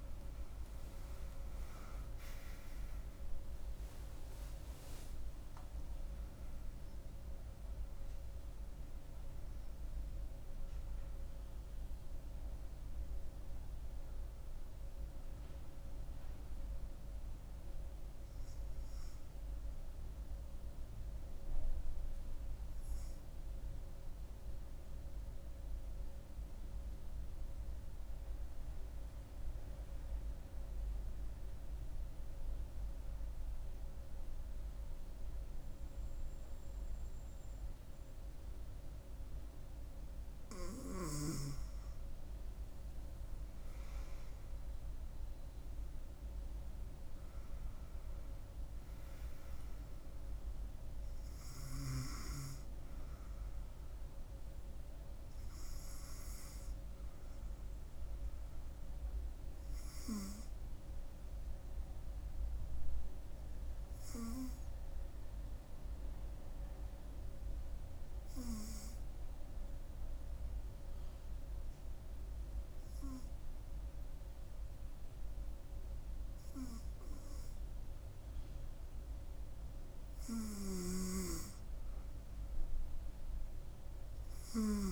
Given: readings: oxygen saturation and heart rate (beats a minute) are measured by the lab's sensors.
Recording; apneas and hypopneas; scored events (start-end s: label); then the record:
breathing in sleep by a room microphone; 2
0.00-3.00 s: arousal
22.50-40.50 s: obstructive apnea (oxygen 96% before, 93% lowest, heart rate 77 before, 66 extreme, up 6 after)
43.00-45.50 s: arousal
43.00-69.00 s: oxygen desaturation (device-marked, oxygen 98% before, 93% lowest, heart rate 69 before, 66 extreme)
60.00-80.00 s: hypopnea (oxygen 99% before, 93% lowest, heart rate 72 before, 66 extreme, up 3 after)
82.50-84.92 s: arousal
From the record:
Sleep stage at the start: N2 (light sleep); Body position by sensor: on the front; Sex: female